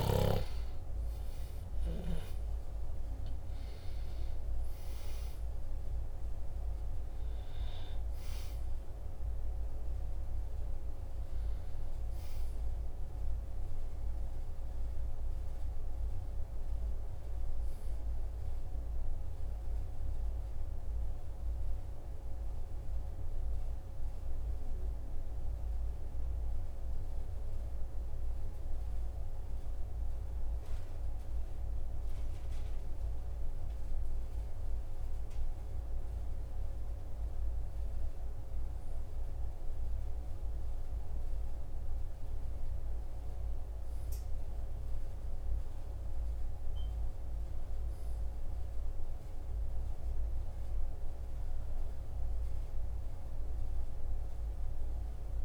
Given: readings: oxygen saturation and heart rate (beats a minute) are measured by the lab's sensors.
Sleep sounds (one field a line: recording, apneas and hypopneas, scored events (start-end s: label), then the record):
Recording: breathing in sleep, hard to hear, by a room microphone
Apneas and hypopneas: 1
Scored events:
0.00-5.00 s: arousal
19.00-32.50 s: hypopnea (oxygen 96% before, 93% lowest, heart rate 54 before, 47 extreme, up 0 after)
35.50-40.00 s: arousal
From the record:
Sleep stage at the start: N2 (light sleep)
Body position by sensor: on the back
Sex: male